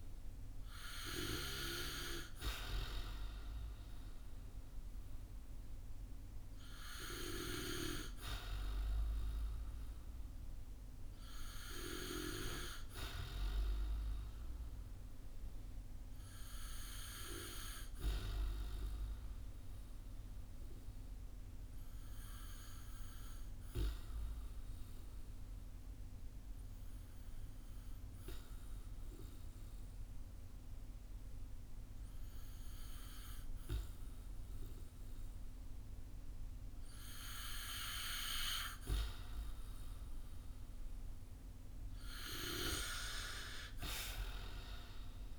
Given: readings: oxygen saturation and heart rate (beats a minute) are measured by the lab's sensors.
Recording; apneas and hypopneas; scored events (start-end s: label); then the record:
breathing in sleep by a room microphone; 1
23.00-37.50 s: obstructive apnea (oxygen 95% before, 93% lowest, heart rate 54 before, 52 extreme, up 9 after)
41.50-45.39 s: arousal
From the record:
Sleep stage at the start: N2 (light sleep); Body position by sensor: on the back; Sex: male